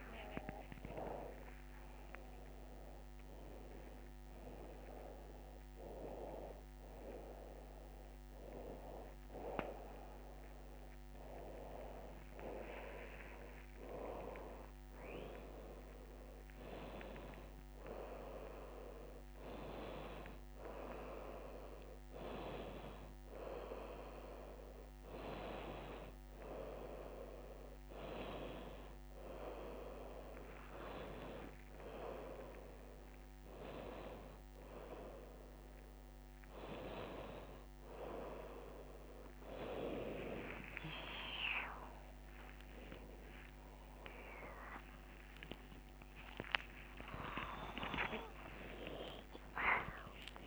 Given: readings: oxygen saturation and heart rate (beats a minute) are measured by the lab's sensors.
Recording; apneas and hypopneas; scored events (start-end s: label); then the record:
a person awake in a sleep study, by a microphone on the trachea; none
15.50-34.50 s: drop in pulse transit time (device-marked, heart rate 109 before, 98 extreme)
46.00-48.00 s: long interval between heartbeats (device-marked, heart rate 96 before, 119 extreme)
49.00-50.47 s: long interval between heartbeats (device-marked, heart rate 99 before, 137 extreme)
From the record:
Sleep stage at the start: awake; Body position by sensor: upright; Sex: female